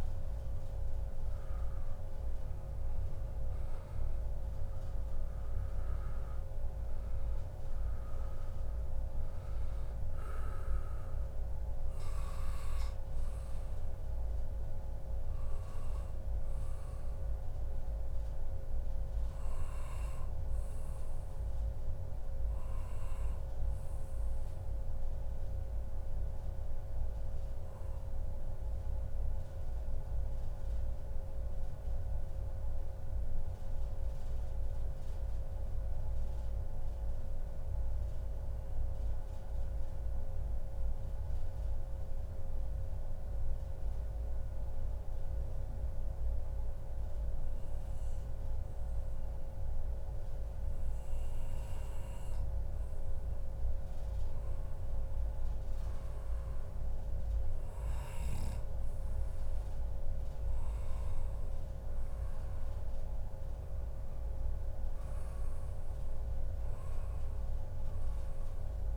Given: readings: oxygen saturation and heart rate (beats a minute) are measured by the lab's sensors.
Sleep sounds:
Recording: breathing in sleep, hard to hear, by a room microphone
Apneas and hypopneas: 1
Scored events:
0.00-2.50 s: arousal
0.00-8.00 s: oxygen desaturation (device-marked, oxygen 93% lowest, heart rate 97 extreme)
25.00-52.00 s: mixed apnea (oxygen 95% before, 94% lowest, heart rate 141 before, 106 extreme, up 0 after)
25.50-27.50 s: long interval between heartbeats (device-marked, heart rate 141 before, 124 extreme)
28.50-30.50 s: long interval between heartbeats (device-marked, heart rate 139 before, 97 extreme)
54.50-59.00 s: arousal
From the record:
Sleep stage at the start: N2 (light sleep)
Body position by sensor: on the back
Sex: male

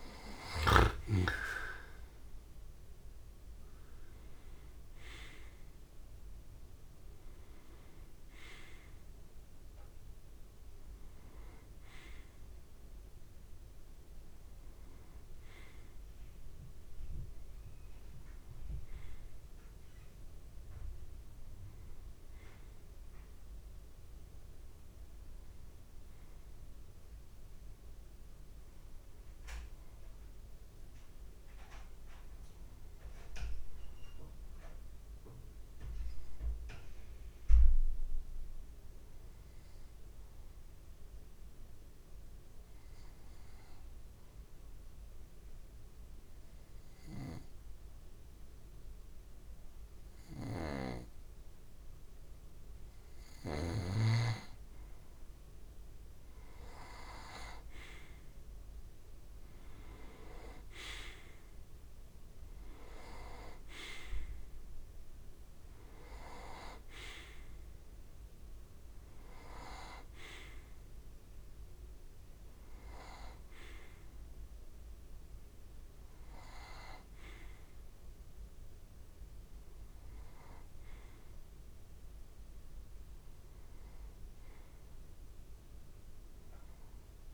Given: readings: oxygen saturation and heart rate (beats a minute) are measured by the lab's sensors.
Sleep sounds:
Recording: breathing in sleep by a room microphone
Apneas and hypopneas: 1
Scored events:
0.00-2.50 s: arousal
0.00-20.00 s: oxygen desaturation (device-marked, oxygen 90% lowest)
31.50-52.50 s: obstructive apnea (oxygen 96% before, 90% lowest)
47.00-82.00 s: oxygen desaturation (device-marked, oxygen 97% before, 90% lowest)
50.00-53.50 s: snoring (device-marked)
57.50-60.50 s: arousal
From the record:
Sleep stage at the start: N2 (light sleep)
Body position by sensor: on the right side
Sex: male

